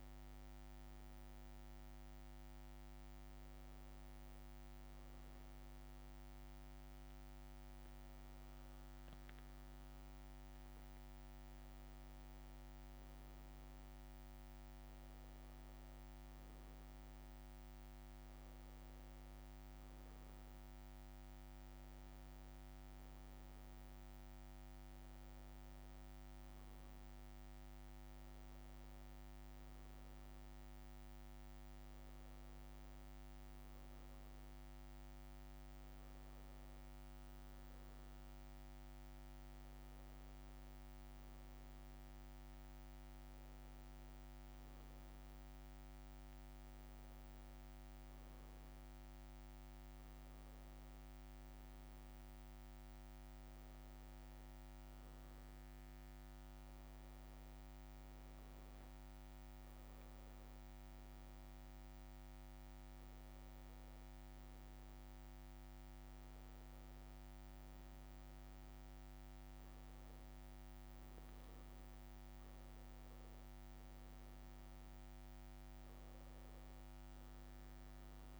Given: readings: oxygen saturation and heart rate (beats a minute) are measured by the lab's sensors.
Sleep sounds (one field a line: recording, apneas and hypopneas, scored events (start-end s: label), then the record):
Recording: a person partly awake in a sleep study, hard to hear, by a microphone on the trachea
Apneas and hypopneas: none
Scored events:
13.00-78.40 s: new sleep stage, N2 (light sleep)
73.50-78.40 s: arousal
From the record:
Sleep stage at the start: awake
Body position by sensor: on the back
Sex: male